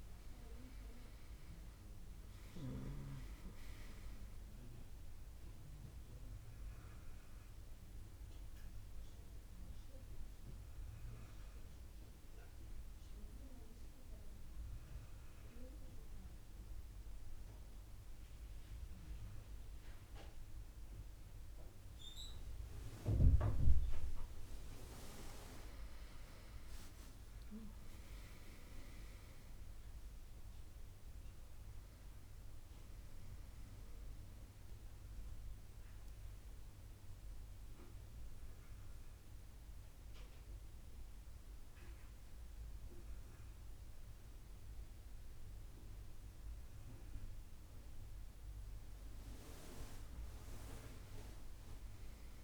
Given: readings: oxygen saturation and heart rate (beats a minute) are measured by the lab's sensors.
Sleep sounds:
breathing in sleep by a room microphone; 1
0.00-1.50 s: arousal
25.00-29.00 s: arousal
35.00-46.00 s: hypopnea (oxygen 98% before, 94% lowest, heart rate 74 before, 67 extreme, up 5 after)
50.00-52.43 s: arousal
From the record:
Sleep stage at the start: N1 (lightest sleep); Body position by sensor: on the back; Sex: female

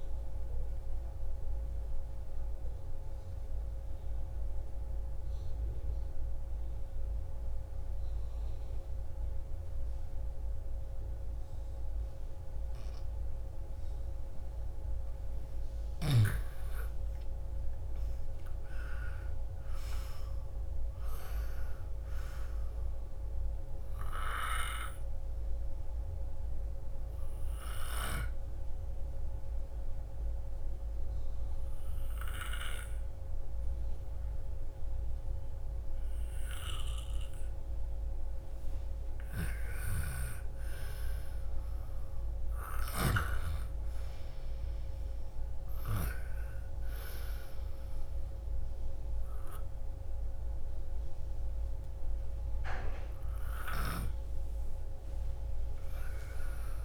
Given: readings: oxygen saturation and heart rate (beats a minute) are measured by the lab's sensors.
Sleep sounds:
breathing in sleep by a room microphone; 2
0.50-15.00 s: obstructive apnea (oxygen 98% before, 86% lowest, heart rate 50 before, 36 extreme, up 33 after)
16.50-20.00 s: arousal
18.50-42.50 s: oxygen desaturation (device-marked, oxygen 98% before, 86% lowest, heart rate 47 before, 48 extreme)
24.00-38.00 s: obstructive apnea (oxygen 98% before, 86% lowest, heart rate 49 before, 48 extreme, up 24 after)
43.00-47.50 s: arousal
53.50-56.85 s: oxygen desaturation (device-marked, oxygen 98% before, 92% lowest, heart rate 61 before, 48 extreme)
From the record:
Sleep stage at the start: N2 (light sleep); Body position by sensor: on the left side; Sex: female

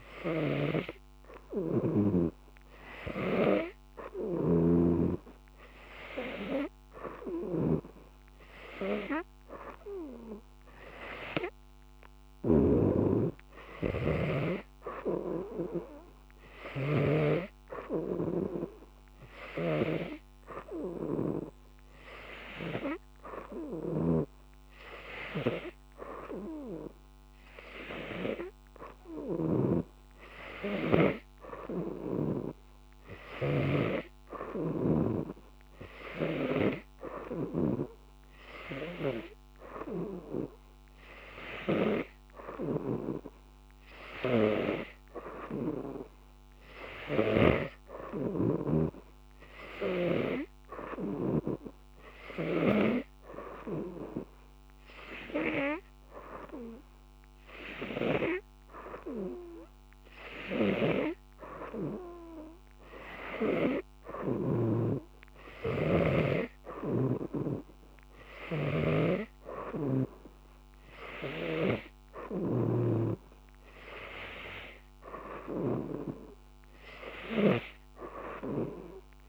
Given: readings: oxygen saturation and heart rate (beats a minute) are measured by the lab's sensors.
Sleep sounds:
breathing in sleep by a microphone on the trachea; none
0.00-2.00 s: snoring (device-marked)
4.00-38.00 s: snoring (device-marked)
47.00-51.50 s: snoring (device-marked)
69.50-73.00 s: snoring (device-marked)
From the record:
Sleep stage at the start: N2 (light sleep); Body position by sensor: on the right side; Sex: female

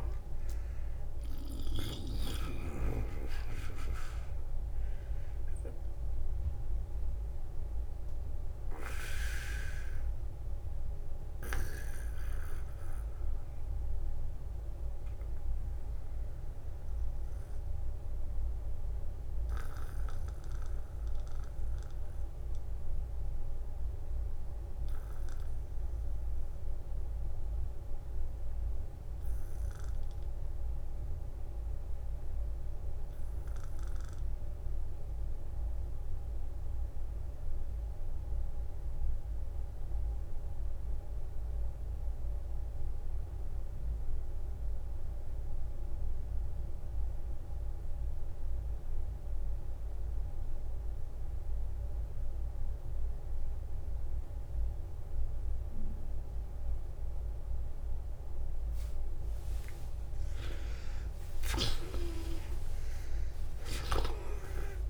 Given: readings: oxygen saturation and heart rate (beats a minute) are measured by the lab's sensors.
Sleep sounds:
breathing in sleep by a room microphone; 1
0.00-1.50 s: snoring (device-marked)
2.50-58.00 s: obstructive apnea (oxygen 95% before, 74% lowest, heart rate 63 before, 35 extreme, up 29 after)
12.50-14.50 s: long interval between heartbeats (device-marked, heart rate 63 before, 61 extreme)
46.00-64.89 s: oxygen desaturation (device-marked, oxygen 95% before, 84% lowest, heart rate 52 before, 35 extreme)
46.50-48.50 s: long interval between heartbeats (device-marked, heart rate 52 before, 50 extreme)
59.50-63.00 s: arousal
60.00-64.89 s: new sleep stage, N1 (lightest sleep)
From the record:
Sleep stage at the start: N2 (light sleep); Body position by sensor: on the back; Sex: male

